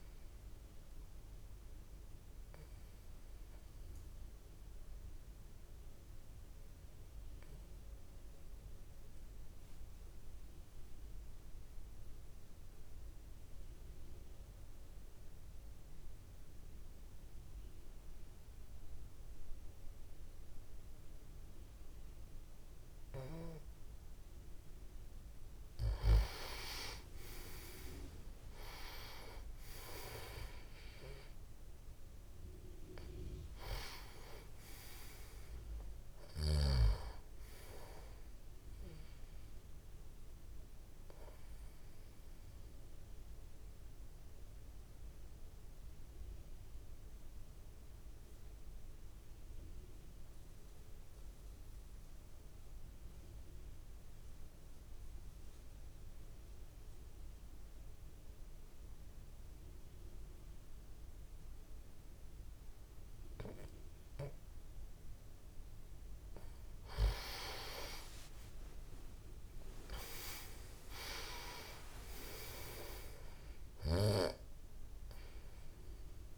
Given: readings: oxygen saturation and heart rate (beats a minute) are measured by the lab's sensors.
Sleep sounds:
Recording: breathing in sleep by a room microphone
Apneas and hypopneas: 2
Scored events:
0.00-1.50 s: tachycardia (device-marked, heart rate 161 extreme)
0.00-15.50 s: oxygen desaturation (device-marked, oxygen 90% lowest)
0.50-23.00 s: obstructive apnea (oxygen 97% before, 90% lowest)
26.00-30.00 s: arousal
28.50-30.50 s: tachycardia (device-marked, heart rate 36 before, 98 extreme)
32.50-55.50 s: oxygen desaturation (device-marked, oxygen 98% before, 90% lowest, heart rate 59 before, 52 extreme)
41.50-65.50 s: obstructive apnea (oxygen 98% before, 90% lowest, heart rate 79 before, 52 extreme, up 44 after)
65.50-69.50 s: tachycardia (device-marked, heart rate 38 before, 103 extreme)
66.50-70.50 s: arousal
68.50-76.37 s: oxygen desaturation (device-marked, oxygen 98% before, 91% lowest, heart rate 66 before, 49 extreme)
From the record:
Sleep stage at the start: N2 (light sleep)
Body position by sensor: on the back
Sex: male

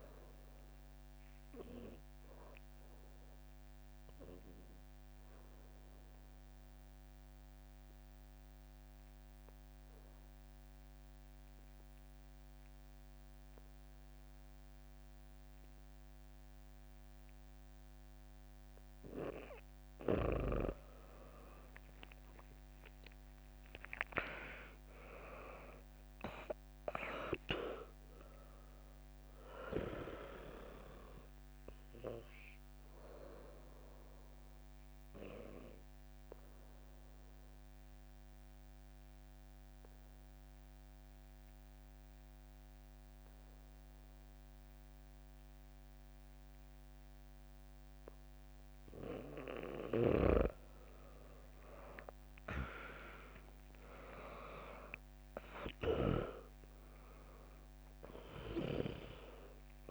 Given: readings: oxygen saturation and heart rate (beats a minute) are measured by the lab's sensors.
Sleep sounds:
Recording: breathing in sleep by a microphone on the trachea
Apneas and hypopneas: 2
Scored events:
0.00-1.00 s: drop in pulse transit time (device-marked, heart rate 62 extreme)
1.50-20.00 s: obstructive apnea (oxygen 98% before, 95% lowest, heart rate 65 before, 60 extreme, up 2 after)
21.50-27.00 s: arousal
23.00-34.00 s: drop in pulse transit time (device-marked, heart rate 73 before, 61 extreme)
29.00-47.00 s: oxygen desaturation (device-marked, oxygen 99% before, 95% lowest, heart rate 68 before, 61 extreme)
34.00-49.50 s: obstructive apnea (oxygen 100% before, 95% lowest, heart rate 67 before, 61 extreme)
51.00-59.91 s: drop in pulse transit time (device-marked, heart rate 70 before, 61 extreme)
53.50-57.50 s: arousal
From the record:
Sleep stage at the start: N2 (light sleep)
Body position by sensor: on the back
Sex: female

